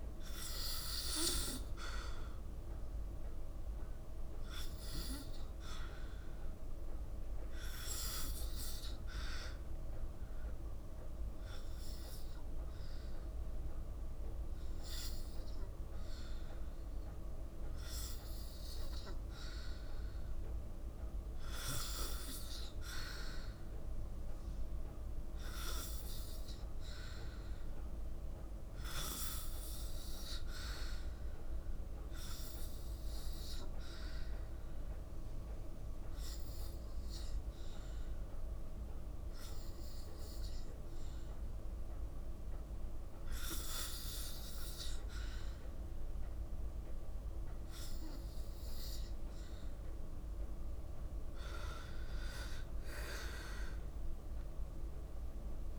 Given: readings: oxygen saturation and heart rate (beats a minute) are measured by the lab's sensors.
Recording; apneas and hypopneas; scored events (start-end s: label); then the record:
breathing in sleep by a room microphone; 2
8.00-20.50 s: hypopnea (oxygen 94% before, 90% lowest, heart rate 56 before, 55 extreme, up 2 after)
23.50-27.50 s: arousal
31.00-48.00 s: hypopnea (oxygen 94% before, 90% lowest, heart rate 56 before, 56 extreme, up 2 after)
51.00-54.50 s: arousal
From the record:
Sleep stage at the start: N2 (light sleep); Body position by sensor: on the back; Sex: female